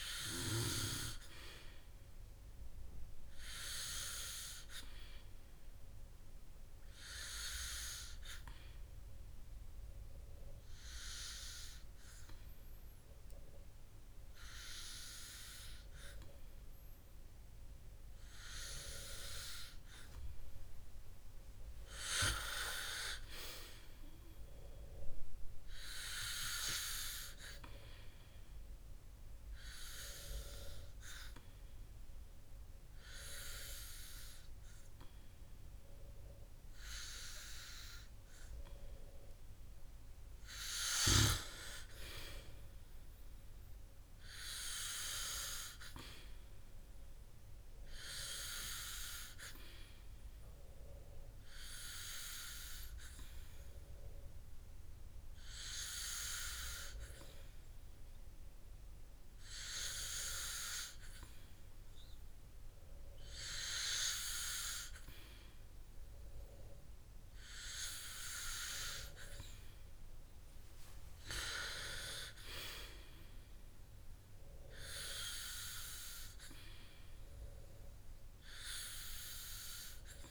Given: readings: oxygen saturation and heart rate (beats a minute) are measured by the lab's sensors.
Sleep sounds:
breathing in sleep by a room microphone; 2
6.50-18.00 s: obstructive apnea (oxygen 97% before, 94% lowest, heart rate 154 before, 108 extreme, up 31 after)
21.00-24.00 s: arousal
27.50-40.00 s: hypopnea (oxygen 97% before, 94% lowest, heart rate 166 before, 74 extreme, up 23 after)
42.00-45.50 s: arousal
73.50-77.00 s: arousal
From the record:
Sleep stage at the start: N2 (light sleep); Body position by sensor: on the back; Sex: male

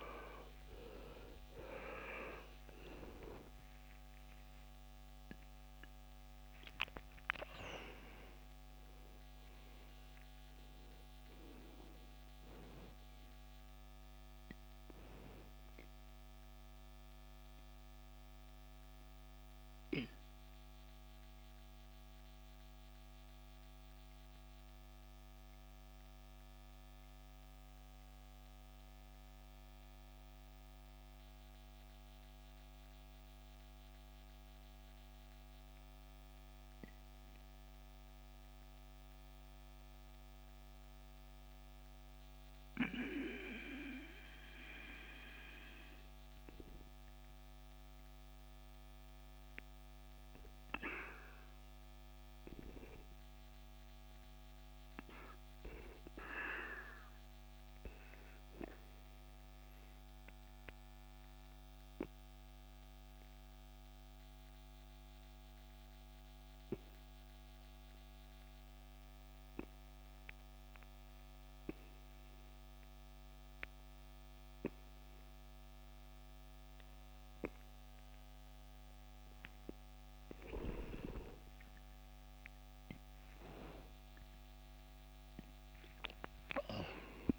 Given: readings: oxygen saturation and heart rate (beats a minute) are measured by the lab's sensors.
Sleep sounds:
breathing in sleep by a microphone on the trachea; 2
0.00-18.00 s: oxygen desaturation (device-marked, oxygen 89% lowest, heart rate 64 extreme)
17.00-45.00 s: mixed apnea (oxygen 96% before, 83% lowest, heart rate 78 before, 54 extreme, up 2 after)
18.00-87.39 s: new sleep stage, REM sleep
24.00-38.00 s: oxygen desaturation (device-marked, oxygen 90% before, 83% lowest, heart rate 85 before, 64 extreme)
48.50-52.50 s: arousal
59.50-79.00 s: obstructive apnea (oxygen 98% before, 80% lowest, heart rate 72 before, 54 extreme, up 12 after)
71.00-87.39 s: oxygen desaturation (device-marked, oxygen 97% before, 80% lowest, heart rate 64 before, 55 extreme)
81.00-86.00 s: arousal
From the record:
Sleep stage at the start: N2 (light sleep); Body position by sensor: on the back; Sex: male

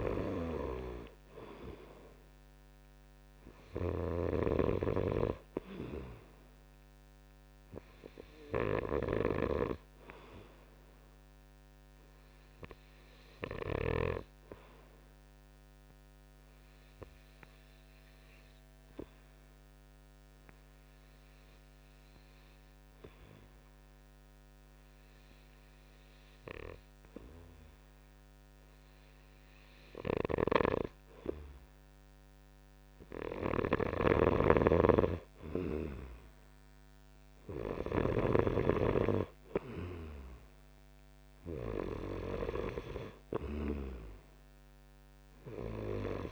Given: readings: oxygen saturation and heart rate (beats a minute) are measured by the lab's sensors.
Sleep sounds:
breathing in sleep by a microphone on the trachea; 1
0.00-4.00 s: arousal
0.00-14.00 s: snoring (device-marked)
0.00-16.00 s: oxygen desaturation (device-marked, oxygen 92% lowest)
12.50-32.00 s: obstructive apnea (oxygen 98% before, 90% lowest)
30.00-46.32 s: snoring (device-marked)
34.50-38.50 s: arousal
41.00-46.32 s: oxygen desaturation (device-marked, oxygen 95% before, 90% lowest)
From the record:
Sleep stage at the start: N2 (light sleep); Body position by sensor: on the right side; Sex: male

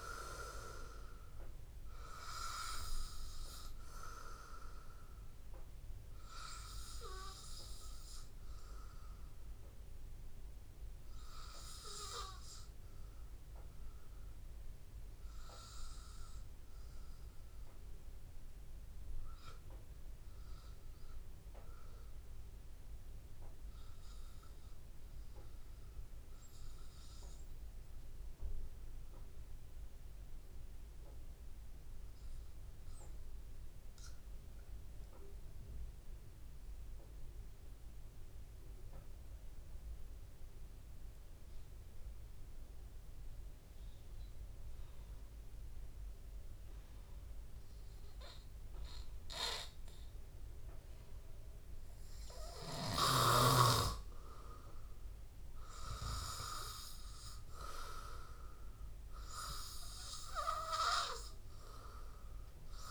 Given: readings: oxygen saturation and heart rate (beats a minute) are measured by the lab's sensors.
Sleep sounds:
breathing in sleep by a room microphone; 1
0.00-14.50 s: oxygen desaturation (device-marked, oxygen 92% lowest, heart rate 82 extreme)
23.00-48.50 s: obstructive apnea (oxygen 99% before, 92% lowest, heart rate 84 before, 81 extreme, up 0 after)
42.50-62.91 s: oxygen desaturation (device-marked, oxygen 97% before, 92% lowest, heart rate 83 before, 81 extreme)
52.50-57.50 s: arousal
From the record:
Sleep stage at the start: N2 (light sleep); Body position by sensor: on the back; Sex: male

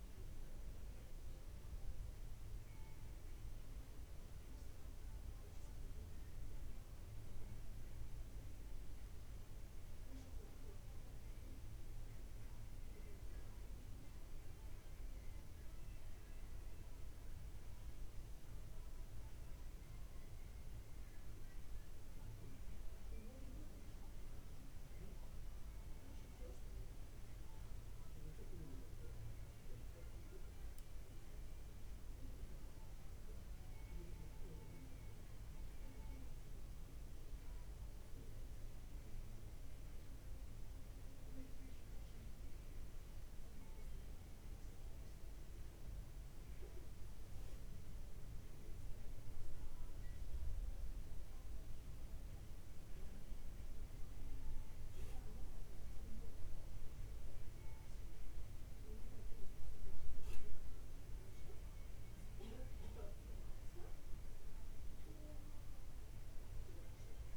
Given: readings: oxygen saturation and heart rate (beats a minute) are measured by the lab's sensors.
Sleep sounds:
a person awake in a sleep study, hard to hear, by a room microphone; none
none scored
From the record:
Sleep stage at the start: awake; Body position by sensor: on the back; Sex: male

